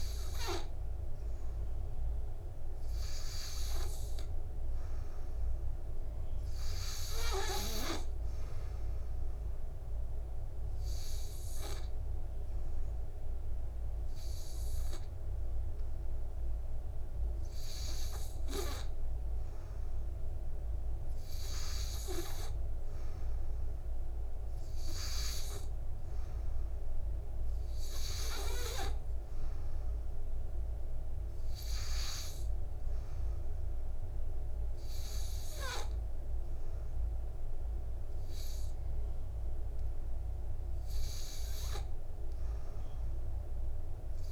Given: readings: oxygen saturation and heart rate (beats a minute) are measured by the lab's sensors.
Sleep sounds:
breathing in sleep by a room microphone; 1
10.50-21.50 s: hypopnea (oxygen 93% before, 90% lowest, heart rate 59 before, 57 extreme, up 2 after)
23.50-27.00 s: arousal
38.50-44.32 s: oxygen desaturation (device-marked, oxygen 94% before, 91% lowest, heart rate 60 before, 56 extreme)
From the record:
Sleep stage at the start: N2 (light sleep); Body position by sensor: on the back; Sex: male

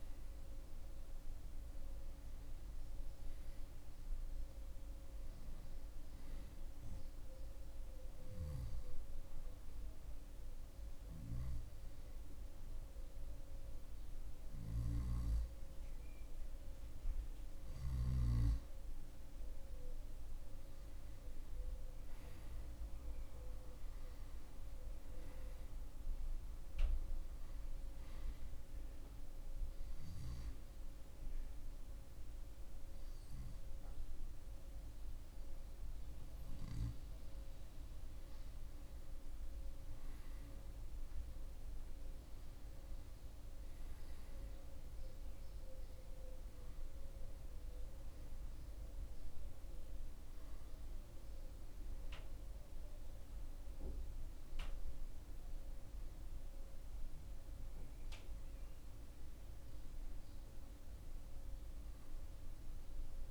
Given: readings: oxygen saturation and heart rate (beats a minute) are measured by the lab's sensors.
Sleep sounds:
breathing in sleep, hard to hear, by a room microphone; 2
0.00-3.00 s: arousal
7.00-19.00 s: obstructive apnea (oxygen 93% before, 92% lowest)
21.00-24.50 s: arousal
28.50-38.50 s: obstructive apnea (oxygen 94% before, 92% lowest)
40.00-48.00 s: oxygen desaturation (device-marked, oxygen 95% before, 92% lowest)
53.50-60.00 s: arousal
60.00-63.31 s: oxygen desaturation (device-marked, oxygen 95% before, 92% lowest)
From the record:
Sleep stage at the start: N2 (light sleep); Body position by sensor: on the back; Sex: male

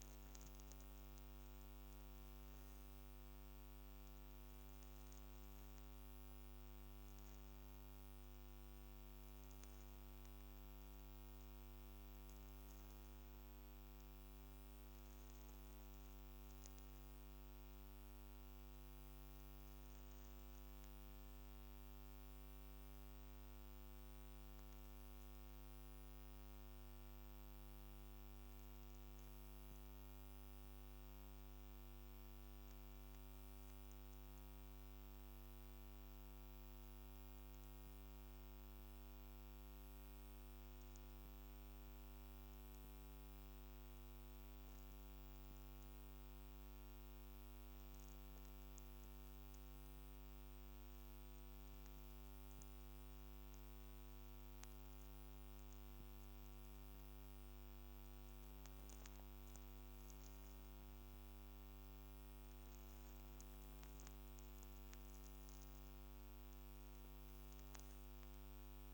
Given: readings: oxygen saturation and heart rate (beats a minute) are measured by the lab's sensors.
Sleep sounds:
breathing in sleep, hard to hear, by a microphone on the trachea; none
none scored
From the record:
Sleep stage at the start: N2 (light sleep); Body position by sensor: upright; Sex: female

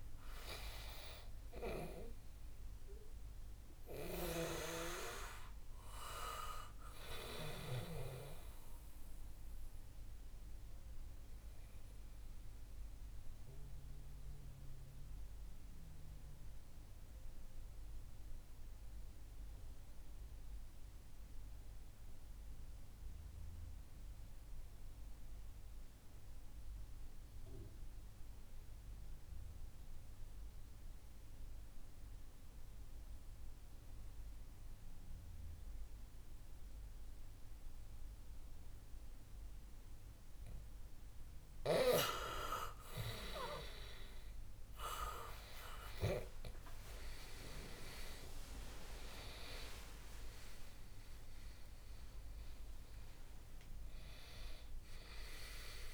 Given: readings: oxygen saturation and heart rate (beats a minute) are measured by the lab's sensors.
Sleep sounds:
breathing in sleep by a room microphone; 1
0.00-1.00 s: arousal
0.00-1.50 s: snoring (device-marked)
0.00-23.00 s: oxygen desaturation (device-marked, oxygen 91% lowest, heart rate 62 extreme)
8.50-40.50 s: mixed apnea (oxygen 98% before, 91% lowest, heart rate 65 before, 62 extreme, up 8 after)
46.50-51.50 s: arousal
47.00-55.94 s: oxygen desaturation (device-marked, oxygen 96% before, 93% lowest, heart rate 64 before, 62 extreme)
From the record:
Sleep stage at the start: N2 (light sleep); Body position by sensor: on the back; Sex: male

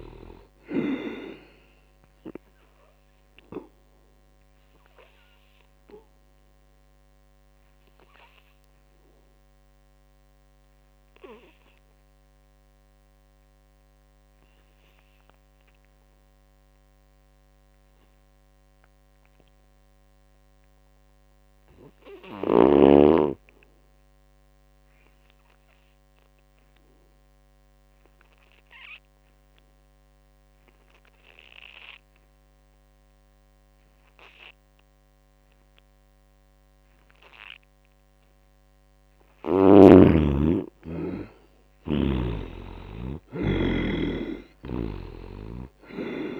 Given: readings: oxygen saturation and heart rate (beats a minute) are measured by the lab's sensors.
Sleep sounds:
breathing in sleep by a microphone on the trachea; 1
0.00-14.50 s: oxygen desaturation (device-marked, oxygen 71% lowest, heart rate 62 extreme)
2.50-37.50 s: obstructive apnea (oxygen 99% before, 71% lowest, heart rate 66 before, 61 extreme, up 9 after)
31.50-46.40 s: oxygen desaturation (device-marked, oxygen 96% before, 71% lowest, heart rate 73 before, 61 extreme)
39.00-42.00 s: arousal
44.00-46.40 s: snoring (device-marked)
From the record:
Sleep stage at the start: N2 (light sleep); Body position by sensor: on the back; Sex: male

